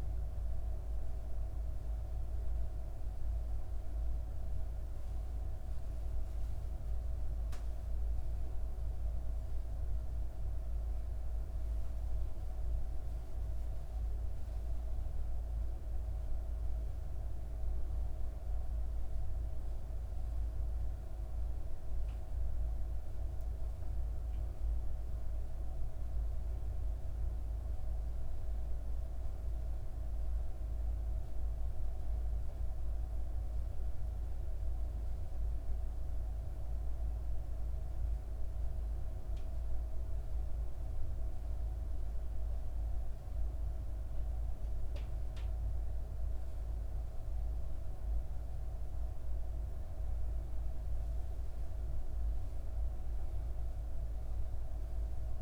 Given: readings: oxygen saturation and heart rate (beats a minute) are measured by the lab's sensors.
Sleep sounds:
breathing in sleep, hard to hear, by a room microphone; 1
0.00-9.00 s: oxygen desaturation (device-marked, oxygen 87% lowest, heart rate 62 extreme)
19.00-55.42 s: new sleep stage, N2 (light sleep)
24.00-27.50 s: arousal
33.50-45.50 s: obstructive apnea (oxygen 97% before, 93% lowest, heart rate 64 before, 59 extreme, up 3 after)
49.50-53.50 s: arousal
54.00-55.42 s: oxygen desaturation (device-marked, oxygen 96% before, 93% lowest, heart rate 60 before, 58 extreme)
From the record:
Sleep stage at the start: N1 (lightest sleep); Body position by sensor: on the back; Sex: female

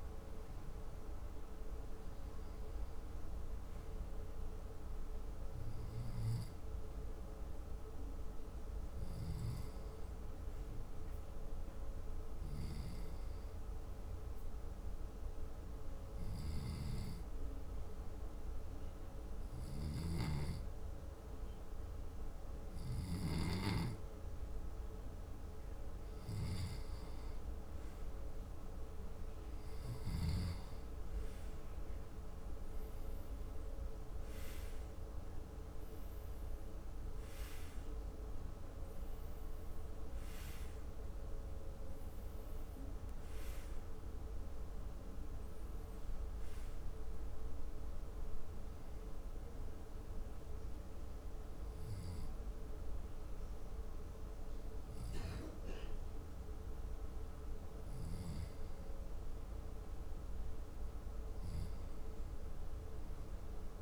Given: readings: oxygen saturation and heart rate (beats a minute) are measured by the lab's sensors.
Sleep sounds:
breathing in sleep, hard to hear, by a room microphone; 2
13.50-27.00 s: hypopnea (oxygen 94% before, 89% lowest, heart rate 77 before, 68 extreme, up 5 after)
28.50-33.50 s: arousal
32.00-45.00 s: oxygen desaturation (device-marked, oxygen 93% before, 89% lowest, heart rate 74 before, 72 extreme)
34.50-36.50 s: long interval between heartbeats (device-marked, heart rate 74 before, 68 extreme)
49.00-59.50 s: obstructive apnea (oxygen 94% before, 92% lowest, heart rate 77 before, 72 extreme)
62.50-63.82 s: arousal
From the record:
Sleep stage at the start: N2 (light sleep); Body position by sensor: on the left side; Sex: male

